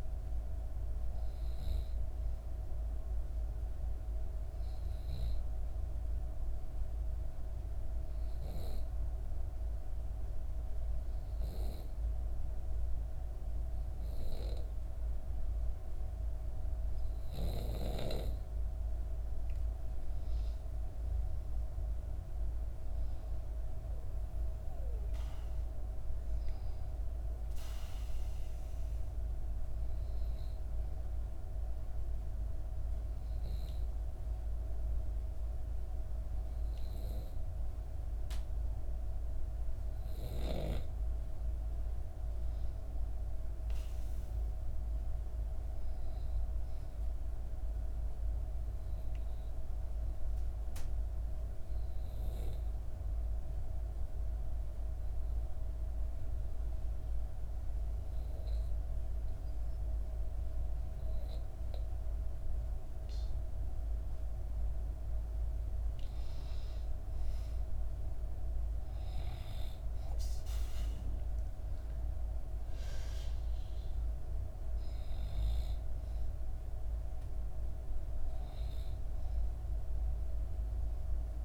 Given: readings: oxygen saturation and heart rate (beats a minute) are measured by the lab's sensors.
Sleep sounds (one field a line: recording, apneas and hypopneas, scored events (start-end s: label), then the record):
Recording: breathing in sleep, hard to hear, by a room microphone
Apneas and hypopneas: 3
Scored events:
0.00-9.00 s: oxygen desaturation (device-marked, oxygen 91% lowest, heart rate 60 extreme)
5.50-18.00 s: obstructive apnea (oxygen 96% before, 91% lowest, heart rate 64 before, 59 extreme, up 6 after)
18.00-22.50 s: arousal
29.50-41.00 s: hypopnea (oxygen 96% before, 89% lowest, heart rate 62 before, 59 extreme, up 5 after)
43.00-46.00 s: arousal
48.50-64.00 s: obstructive apnea (oxygen 96% before, 89% lowest, heart rate 62 before, 60 extreme, up 5 after)
66.00-70.00 s: arousal
71.00-81.45 s: oxygen desaturation (device-marked, oxygen 95% before, 89% lowest, heart rate 62 before, 60 extreme)
From the record:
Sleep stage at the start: N2 (light sleep)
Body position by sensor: on the back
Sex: female